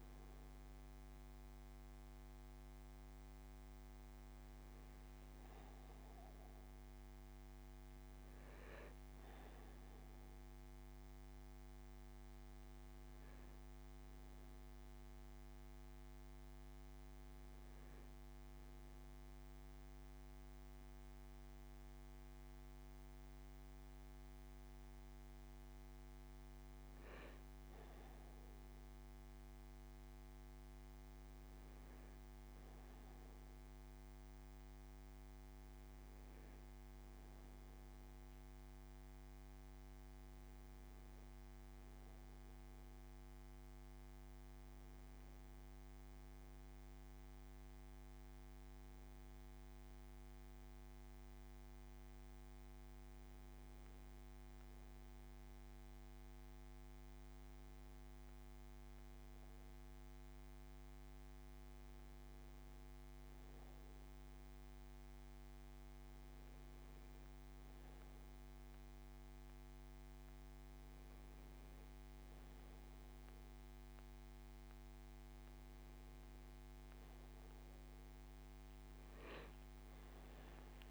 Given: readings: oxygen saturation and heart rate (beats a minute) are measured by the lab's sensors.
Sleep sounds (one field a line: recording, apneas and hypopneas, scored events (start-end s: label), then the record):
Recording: a person awake in a sleep study, hard to hear, by a microphone on the trachea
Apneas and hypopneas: none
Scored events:
none scored
From the record:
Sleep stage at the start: awake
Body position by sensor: on the back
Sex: male